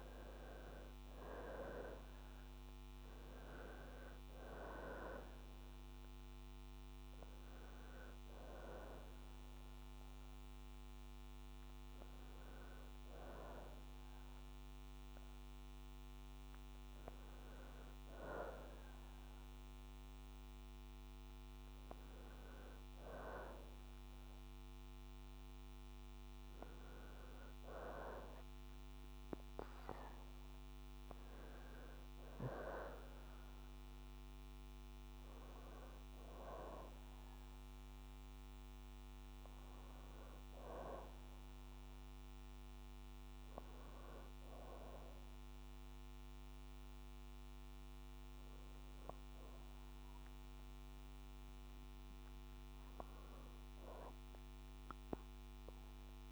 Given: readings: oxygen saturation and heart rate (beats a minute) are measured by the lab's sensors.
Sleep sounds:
breathing in sleep by a microphone on the trachea; none
1.50-18.50 s: oxygen desaturation (device-marked, oxygen 98% before, 88% lowest, heart rate 68 before, 59 extreme)
From the record:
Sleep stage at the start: N2 (light sleep); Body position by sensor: on the back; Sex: female

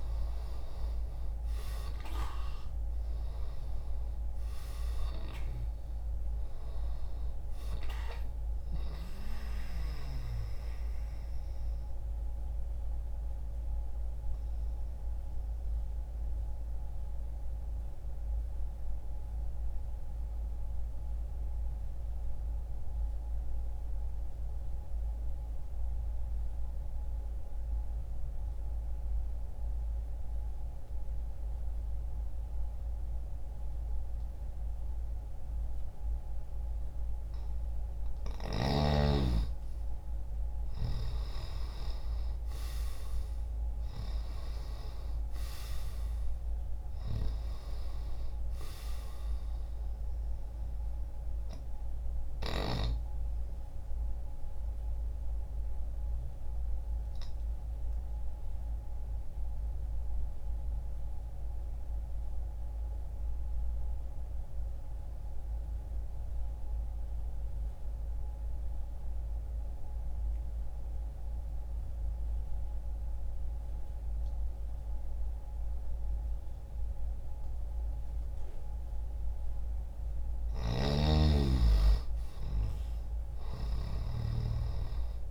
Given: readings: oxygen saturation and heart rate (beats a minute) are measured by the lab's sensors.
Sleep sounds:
breathing in sleep by a room microphone; 2
0.00-1.50 s: arousal
0.00-16.50 s: oxygen desaturation (device-marked, oxygen 92% lowest, heart rate 60 extreme)
10.50-36.50 s: mixed apnea (oxygen 97% before, 86% lowest, heart rate 60 before, 60 extreme, up 0 after)
23.50-34.50 s: oxygen desaturation (device-marked, oxygen 93% before, 86% lowest, heart rate 60 before, 60 extreme)
38.50-43.00 s: arousal
52.00-79.00 s: obstructive apnea (oxygen 97% before, 88% lowest, heart rate 60 before, 59 extreme, up 0 after)
68.50-77.50 s: oxygen desaturation (device-marked, oxygen 93% before, 90% lowest, heart rate 60 before, 60 extreme)
82.00-85.31 s: arousal
From the record:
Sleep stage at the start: N2 (light sleep); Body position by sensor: on the back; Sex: male

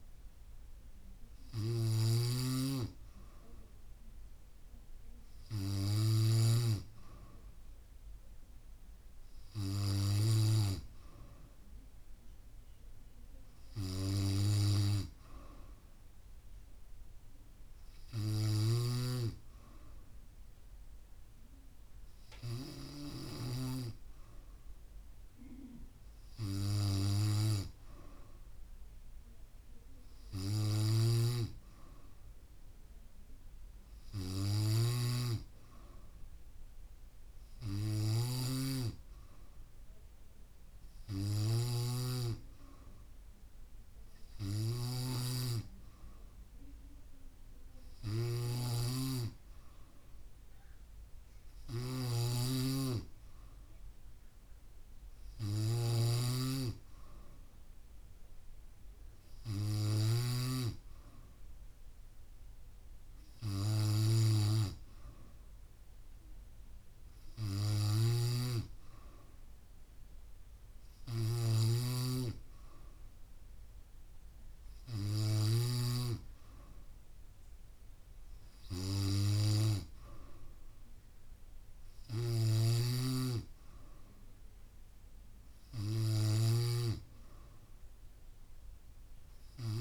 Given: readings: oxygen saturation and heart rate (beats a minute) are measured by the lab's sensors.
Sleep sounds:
breathing in sleep by a room microphone; none
0.00-6.50 s: snoring (device-marked)
31.00-60.50 s: snoring (device-marked)
68.00-76.00 s: snoring (device-marked)
82.50-89.81 s: snoring (device-marked)
From the record:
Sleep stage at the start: N3 (deep sleep); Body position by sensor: on the back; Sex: female

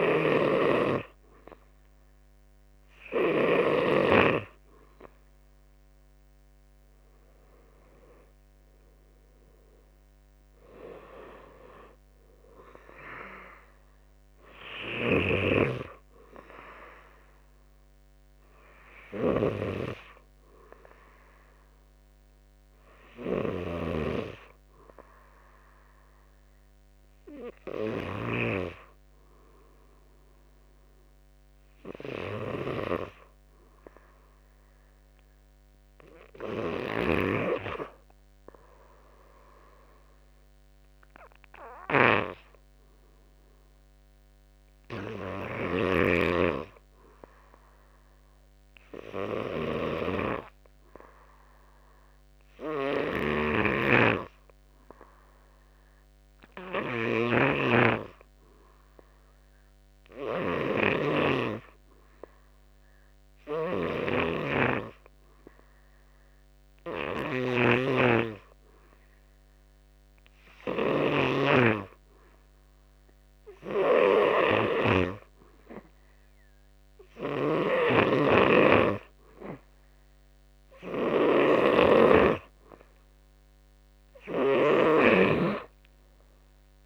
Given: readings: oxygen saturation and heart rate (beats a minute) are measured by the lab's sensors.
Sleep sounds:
breathing in sleep by a microphone on the trachea; 1
0.00-1.00 s: arousal
0.00-3.50 s: snoring (device-marked)
1.00-19.00 s: drop in pulse transit time (device-marked, heart rate 61 before, 49 extreme)
14.50-23.50 s: snoring (device-marked)
28.50-31.00 s: arousal
33.50-79.50 s: obstructive apnea (oxygen 96% before, 87% lowest, heart rate 57 before, 53 extreme, up 11 after)
43.00-86.86 s: oxygen desaturation (device-marked, oxygen 98% before, 87% lowest, heart rate 57 before, 52 extreme)
53.00-71.00 s: snoring (device-marked)
77.00-85.00 s: snoring (device-marked)
85.00-86.86 s: drop in pulse transit time (device-marked, heart rate 61 before, 59 extreme)
85.50-86.86 s: arousal
From the record:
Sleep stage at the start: N2 (light sleep); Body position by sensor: on the back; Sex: male

